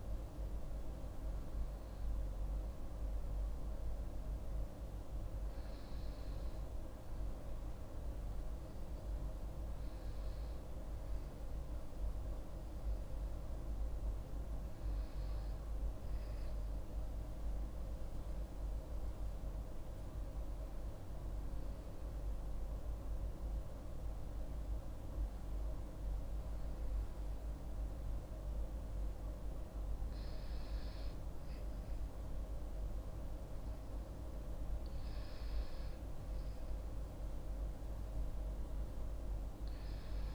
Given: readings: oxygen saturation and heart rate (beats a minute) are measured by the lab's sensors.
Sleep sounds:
a person awake in a sleep study, hard to hear, by a room microphone; none
none scored
From the record:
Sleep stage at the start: awake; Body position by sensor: on the front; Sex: female

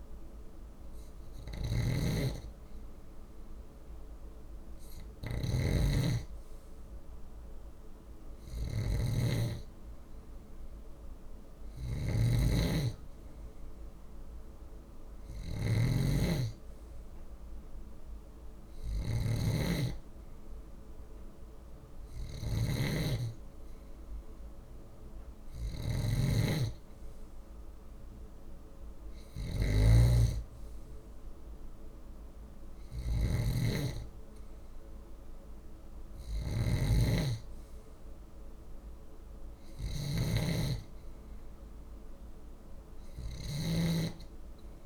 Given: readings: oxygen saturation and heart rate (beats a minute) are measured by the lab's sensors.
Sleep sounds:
breathing in sleep by a room microphone; none
0.00-44.86 s: snoring (device-marked)
From the record:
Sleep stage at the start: N2 (light sleep); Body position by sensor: on the left side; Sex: male

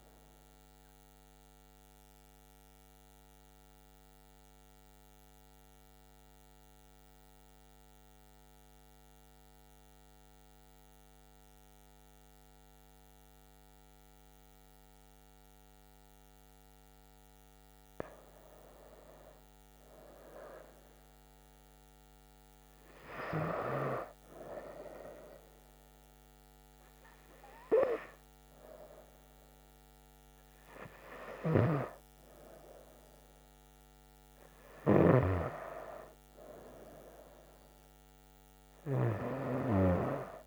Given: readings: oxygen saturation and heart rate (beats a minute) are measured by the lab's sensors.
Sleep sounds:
breathing in sleep by a microphone on the trachea; 1
1.50-17.50 s: central apnea (oxygen 99% before, 95% lowest, heart rate 78 before, 63 extreme, up 7 after)
18.00-34.00 s: oxygen desaturation (device-marked, oxygen 98% before, 95% lowest, heart rate 65 before, 66 extreme)
19.00-23.50 s: arousal
From the record:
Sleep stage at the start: N2 (light sleep); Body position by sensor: on the back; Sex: female

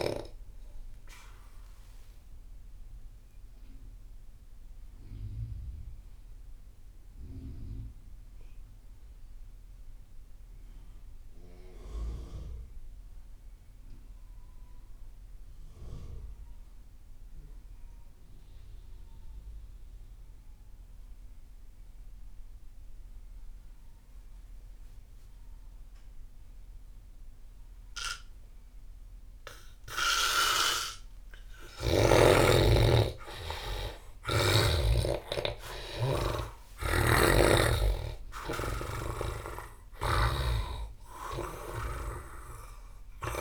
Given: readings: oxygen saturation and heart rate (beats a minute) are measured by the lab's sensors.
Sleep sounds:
breathing in sleep by a room microphone; 1
0.00-9.00 s: oxygen desaturation (device-marked, oxygen 79% lowest)
0.50-31.50 s: mixed apnea (oxygen 98% before, 76% lowest)
24.00-43.41 s: oxygen desaturation (device-marked, oxygen 98% before, 76% lowest)
34.50-39.50 s: arousal
From the record:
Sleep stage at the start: N2 (light sleep); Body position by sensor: on the back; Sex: male

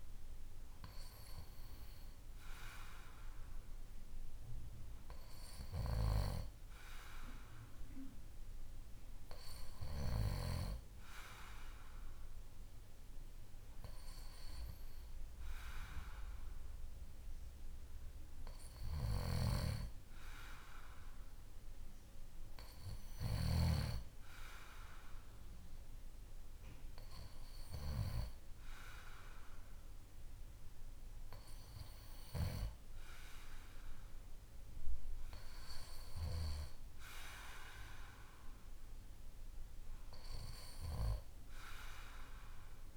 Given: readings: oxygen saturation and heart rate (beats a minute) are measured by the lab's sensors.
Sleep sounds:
breathing in sleep by a room microphone; none
41.00-42.97 s: arousal
From the record:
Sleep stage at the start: N2 (light sleep); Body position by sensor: on the back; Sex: male

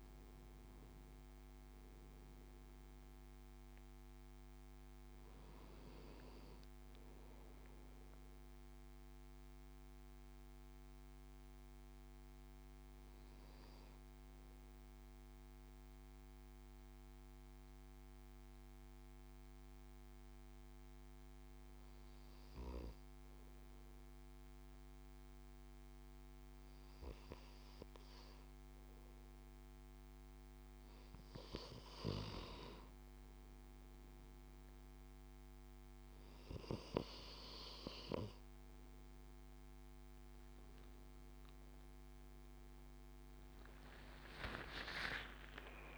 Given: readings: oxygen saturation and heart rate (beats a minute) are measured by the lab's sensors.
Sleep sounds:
breathing in sleep by a microphone on the trachea; 1
0.00-12.50 s: oxygen desaturation (device-marked, oxygen 90% lowest, heart rate 62 extreme)
8.00-30.00 s: obstructive apnea (oxygen 97% before, 90% lowest, heart rate 70 before, 63 extreme, up 10 after)
32.00-36.00 s: arousal
34.50-45.97 s: oxygen desaturation (device-marked, oxygen 99% before, 95% lowest, heart rate 71 before, 57 extreme)
From the record:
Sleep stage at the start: N2 (light sleep); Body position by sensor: on the back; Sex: male

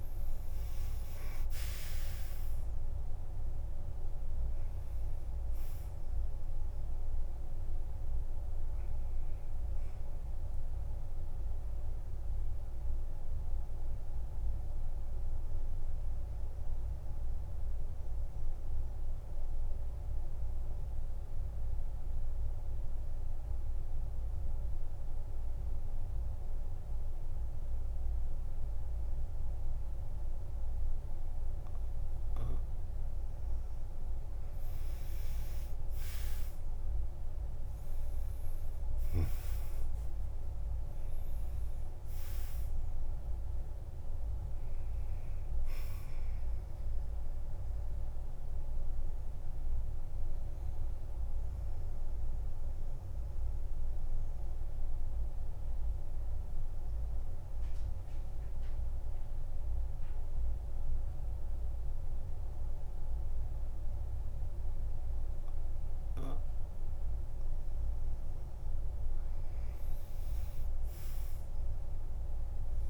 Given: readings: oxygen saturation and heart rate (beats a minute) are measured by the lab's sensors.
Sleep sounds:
breathing in sleep, hard to hear, by a room microphone; 2
0.00-1.50 s: arousal
0.00-27.00 s: oxygen desaturation (device-marked, oxygen 90% lowest, heart rate 46 extreme)
11.50-31.50 s: mixed apnea (oxygen 97% before, 90% lowest, heart rate 56 before, 46 extreme, up 12 after)
36.50-41.00 s: arousal
39.00-61.00 s: oxygen desaturation (device-marked, oxygen 98% before, 90% lowest, heart rate 52 before, 47 extreme)
49.50-66.50 s: obstructive apnea (oxygen 98% before, 90% lowest, heart rate 57 before, 48 extreme, up 10 after)
69.00-72.00 s: arousal
From the record:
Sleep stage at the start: N2 (light sleep); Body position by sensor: on the back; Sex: male

